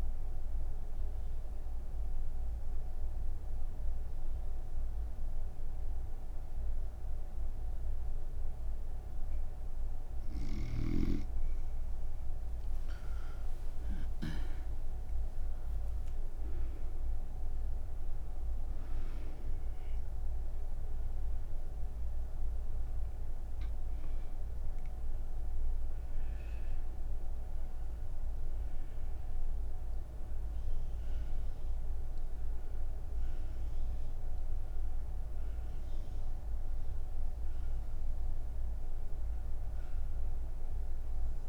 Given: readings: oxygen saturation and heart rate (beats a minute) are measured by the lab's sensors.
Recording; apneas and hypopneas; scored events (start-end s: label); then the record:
breathing in sleep, hard to hear, by a room microphone; none
9.50-41.48 s: oxygen desaturation (device-marked, oxygen 99% before, 87% lowest)
From the record:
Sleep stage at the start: N2 (light sleep); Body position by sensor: on the right side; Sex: female